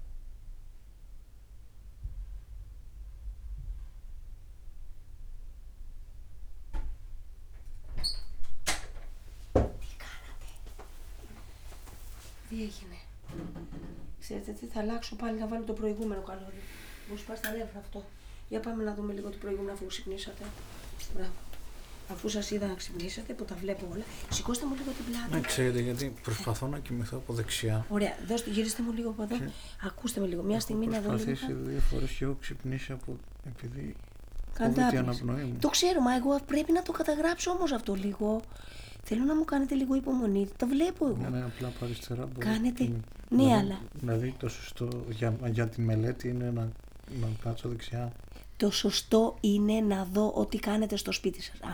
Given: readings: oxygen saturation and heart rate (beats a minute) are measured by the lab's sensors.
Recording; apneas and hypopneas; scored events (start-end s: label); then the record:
a person awake in a sleep study, by a room microphone; none
25.00-35.00 s: snoring (device-marked)
From the record:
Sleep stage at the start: awake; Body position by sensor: on the back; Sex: male